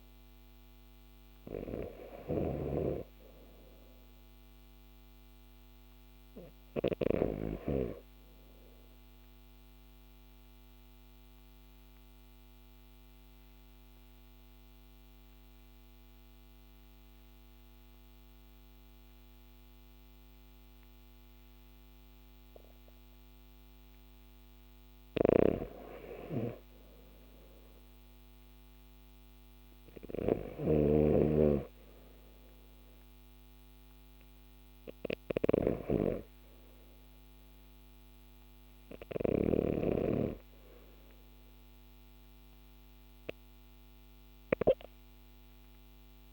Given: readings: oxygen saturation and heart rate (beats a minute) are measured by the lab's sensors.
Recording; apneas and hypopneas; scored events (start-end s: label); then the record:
breathing in sleep by a microphone on the trachea; 1
5.50-22.50 s: oxygen desaturation (device-marked, oxygen 97% before, 92% lowest, heart rate 54 before, 47 extreme)
10.50-25.50 s: obstructive apnea (oxygen 97% before, 91% lowest, heart rate 53 before, 47 extreme, up 6 after)
24.50-30.50 s: snoring (device-marked)
28.50-33.00 s: arousal
From the record:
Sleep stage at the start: REM sleep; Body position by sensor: on the left side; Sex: male